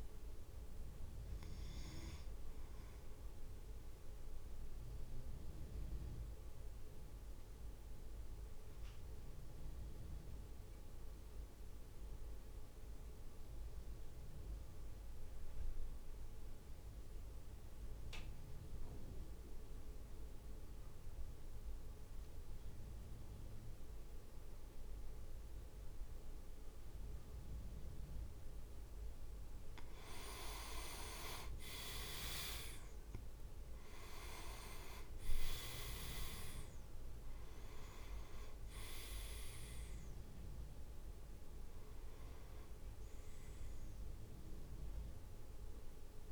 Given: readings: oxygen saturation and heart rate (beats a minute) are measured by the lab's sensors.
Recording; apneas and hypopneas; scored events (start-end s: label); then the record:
breathing in sleep by a room microphone; 1
0.00-2.50 s: drop in pulse transit time (device-marked, heart rate 51 extreme)
0.00-4.50 s: oxygen desaturation (device-marked, oxygen 96% lowest, heart rate 49 extreme)
4.50-30.00 s: mixed apnea (oxygen 100% before, 94% lowest, heart rate 55 before, 52 extreme, up 5 after)
31.00-35.00 s: arousal
31.50-45.50 s: oxygen desaturation (device-marked, oxygen 99% before, 95% lowest, heart rate 54 before, 52 extreme)
34.50-46.32 s: drop in pulse transit time (device-marked, heart rate 55 before, 54 extreme)
From the record:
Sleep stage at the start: N2 (light sleep); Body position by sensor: on the back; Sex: male